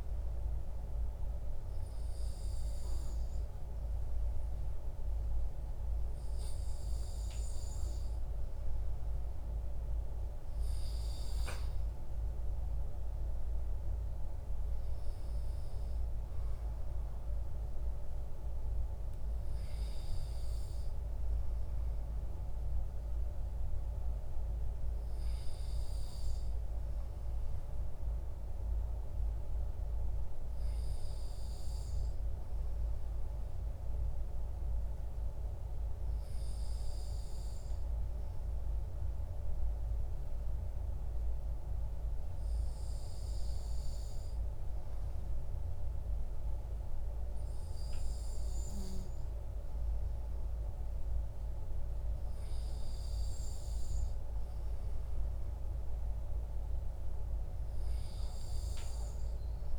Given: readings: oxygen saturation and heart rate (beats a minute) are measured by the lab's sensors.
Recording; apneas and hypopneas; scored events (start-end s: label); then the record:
breathing in sleep, hard to hear, by a room microphone; none
none scored
From the record:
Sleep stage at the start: N2 (light sleep); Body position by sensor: on the back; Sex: male